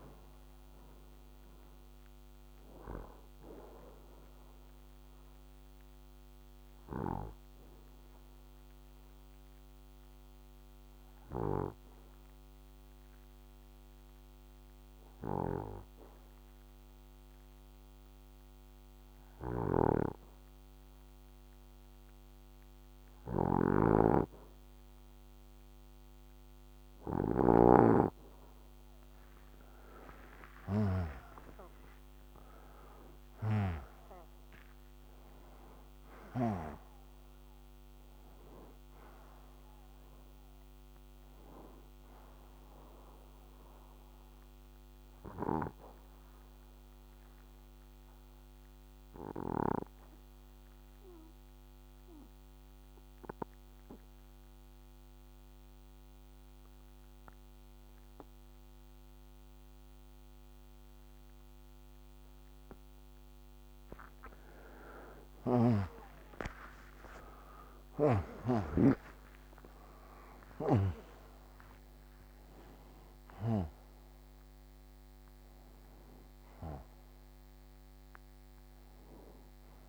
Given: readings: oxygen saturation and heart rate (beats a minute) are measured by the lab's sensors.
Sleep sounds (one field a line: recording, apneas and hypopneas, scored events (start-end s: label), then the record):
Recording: breathing in sleep by a microphone on the trachea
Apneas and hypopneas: 2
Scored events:
4.50-28.50 s: obstructive apnea (oxygen 95% before, 89% lowest, heart rate 78 before, 61 extreme, up 11 after)
8.00-18.00 s: oxygen desaturation (device-marked, oxygen 95% before, 90% lowest, heart rate 79 before, 66 extreme)
29.00-55.00 s: oxygen desaturation (device-marked, oxygen 97% before, 91% lowest, heart rate 72 before, 61 extreme)
30.00-33.50 s: arousal
42.50-64.50 s: obstructive apnea (oxygen 97% before, 89% lowest, heart rate 80 before, 60 extreme)
66.00-70.50 s: arousal
75.00-79.89 s: oxygen desaturation (device-marked, oxygen 95% before, 89% lowest, heart rate 84 before, 60 extreme)
From the record:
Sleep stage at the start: N2 (light sleep)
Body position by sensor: on the right side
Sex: male